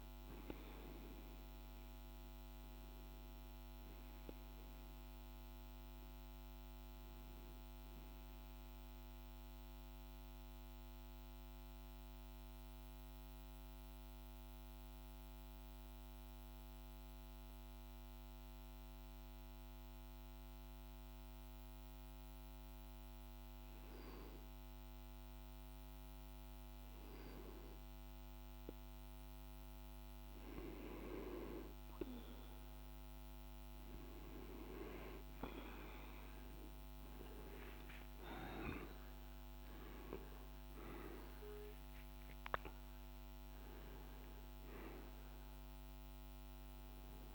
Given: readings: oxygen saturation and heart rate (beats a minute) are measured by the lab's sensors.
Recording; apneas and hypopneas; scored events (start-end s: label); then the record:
breathing in sleep by a microphone on the trachea; 1
0.00-7.50 s: oxygen desaturation (device-marked, oxygen 93% lowest, heart rate 50 extreme)
7.00-28.50 s: mixed apnea (oxygen 96% before, 92% lowest, heart rate 53 before, 50 extreme, up 2 after)
30.50-47.35 s: oxygen desaturation (device-marked, oxygen 98% before, 92% lowest, heart rate 51 before, 48 extreme)
33.50-37.50 s: arousal
From the record:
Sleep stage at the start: N2 (light sleep); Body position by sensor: on the right side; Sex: male